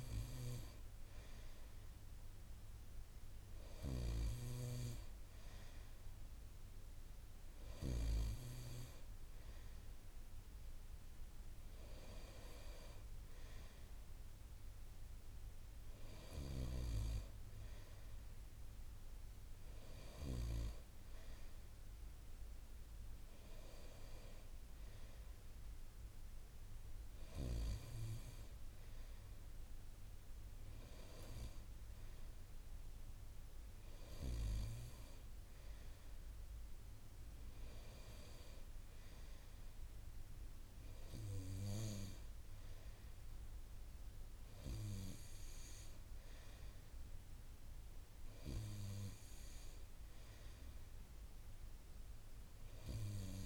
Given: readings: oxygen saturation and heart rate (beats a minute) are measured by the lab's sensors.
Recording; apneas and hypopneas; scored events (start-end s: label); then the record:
breathing in sleep by a room microphone; none
23.00-25.00 s: long interval between heartbeats (device-marked)
26.50-28.50 s: long interval between heartbeats (device-marked)
33.50-35.50 s: long interval between heartbeats (device-marked)
51.00-53.00 s: long interval between heartbeats (device-marked)
From the record:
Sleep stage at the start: N2 (light sleep); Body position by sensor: on the right side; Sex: male